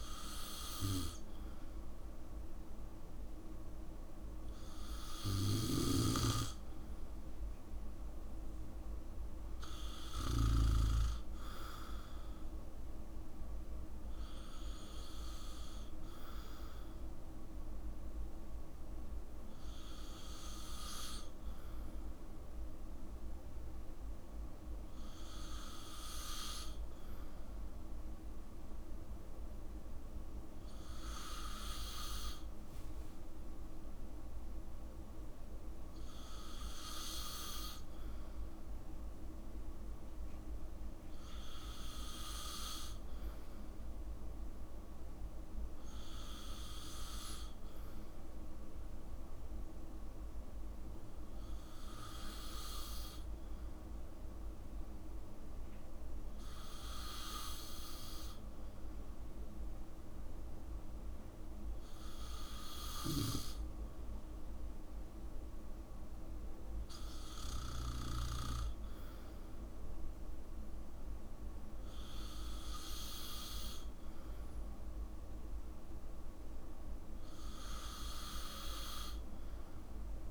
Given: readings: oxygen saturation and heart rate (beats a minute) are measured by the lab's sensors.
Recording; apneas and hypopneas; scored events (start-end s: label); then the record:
breathing in sleep by a room microphone; none
none scored
From the record:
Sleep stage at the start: N2 (light sleep); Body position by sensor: on the back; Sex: male